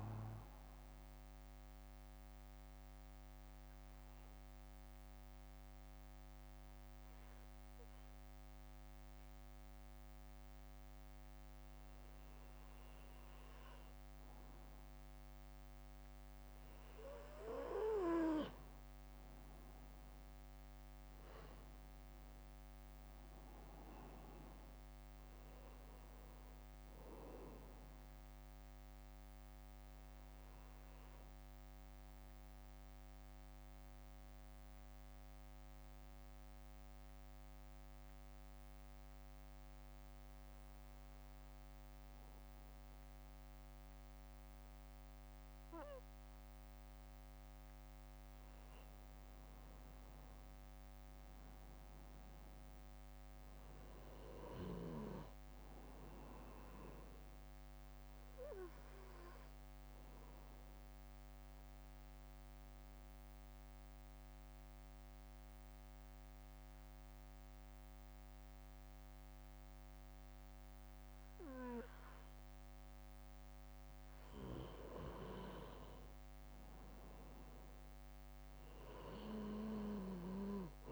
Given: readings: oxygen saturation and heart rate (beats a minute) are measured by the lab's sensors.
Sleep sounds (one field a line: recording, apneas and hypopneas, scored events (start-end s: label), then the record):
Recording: breathing in sleep by a microphone on the trachea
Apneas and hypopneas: 3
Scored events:
1.00-14.00 s: obstructive apnea (oxygen 96% before, 91% lowest, heart rate 58 before, 53 extreme, up 5 after)
21.00-24.50 s: arousal
21.00-40.00 s: drop in pulse transit time (device-marked, heart rate 61 before, 53 extreme)
26.00-43.00 s: oxygen desaturation (device-marked, oxygen 95% before, 91% lowest, heart rate 63 before, 56 extreme)
31.00-49.00 s: obstructive apnea (oxygen 95% before, 91% lowest, heart rate 61 before, 57 extreme, up 2 after)
50.50-54.00 s: arousal
59.00-73.00 s: oxygen desaturation (device-marked, oxygen 95% before, 91% lowest, heart rate 62 before, 54 extreme)
61.00-74.50 s: obstructive apnea (oxygen 95% before, 91% lowest, heart rate 61 before, 54 extreme, up 2 after)
77.50-80.92 s: arousal
From the record:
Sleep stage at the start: N2 (light sleep)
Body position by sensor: on the back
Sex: male